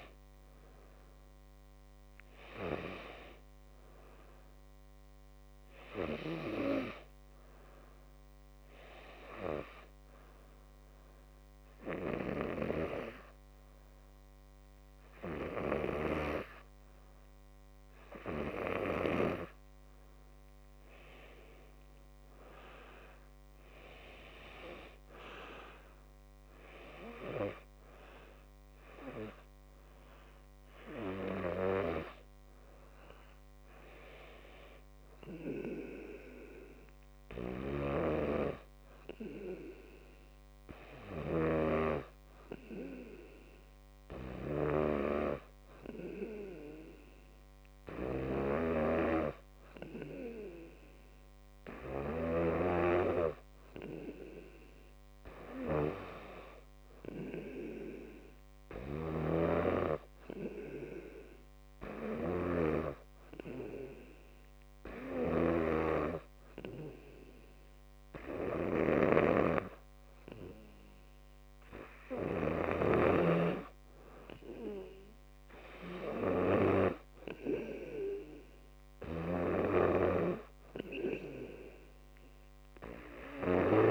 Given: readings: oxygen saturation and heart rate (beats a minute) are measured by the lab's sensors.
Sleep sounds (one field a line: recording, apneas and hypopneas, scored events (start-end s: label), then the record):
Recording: breathing in sleep by a microphone on the trachea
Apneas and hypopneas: 3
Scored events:
10.00-21.00 s: hypopnea (oxygen 95% before, 89% lowest, heart rate 60 before, 55 extreme, up 14 after)
23.50-27.00 s: arousal
27.00-44.00 s: oxygen desaturation (device-marked, oxygen 94% before, 89% lowest, heart rate 60 before, 54 extreme)
42.50-55.00 s: hypopnea (oxygen 94% before, 90% lowest, heart rate 62 before, 54 extreme, up 8 after)
56.00-59.00 s: arousal
61.00-72.50 s: hypopnea (oxygen 94% before, 90% lowest, heart rate 60 before, 55 extreme, up 11 after)
73.50-77.00 s: arousal
From the record:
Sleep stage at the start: N2 (light sleep)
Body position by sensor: on the back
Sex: male